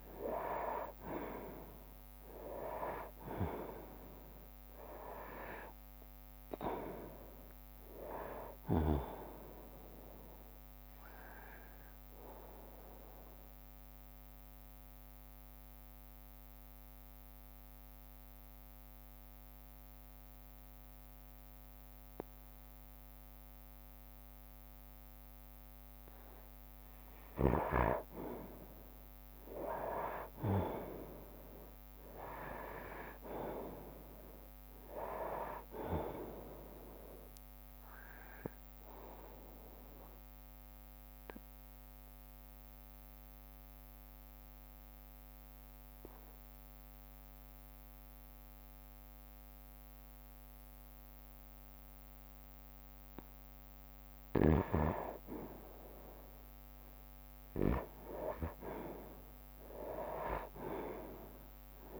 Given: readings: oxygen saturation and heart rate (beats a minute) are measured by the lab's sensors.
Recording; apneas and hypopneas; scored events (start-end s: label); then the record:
breathing in sleep by a microphone on the trachea; 2
0.00-1.00 s: arousal
0.00-2.50 s: oxygen desaturation (device-marked, oxygen 93% lowest, heart rate 53 extreme)
1.50-12.50 s: drop in pulse transit time (device-marked, heart rate 63 before, 66 extreme)
12.00-27.00 s: obstructive apnea (oxygen 97% before, 91% lowest, heart rate 66 before, 53 extreme, up 14 after)
14.50-29.50 s: bradycardia (device-marked, heart rate 63 before, 53 extreme)
28.50-31.50 s: arousal
34.50-44.50 s: drop in pulse transit time (device-marked, heart rate 58 before, 61 extreme)
38.50-53.50 s: obstructive apnea (oxygen 98% before, 91% lowest, heart rate 59 before, 58 extreme, up 5 after)
43.50-51.50 s: bradycardia (device-marked, heart rate 63 before, 58 extreme)
46.50-56.50 s: oxygen desaturation (device-marked, oxygen 96% before, 93% lowest, heart rate 62 before, 59 extreme)
56.50-60.50 s: arousal
57.50-62.00 s: drop in pulse transit time (device-marked, heart rate 61 before, 61 extreme)
From the record:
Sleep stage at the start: N2 (light sleep); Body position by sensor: on the right side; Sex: male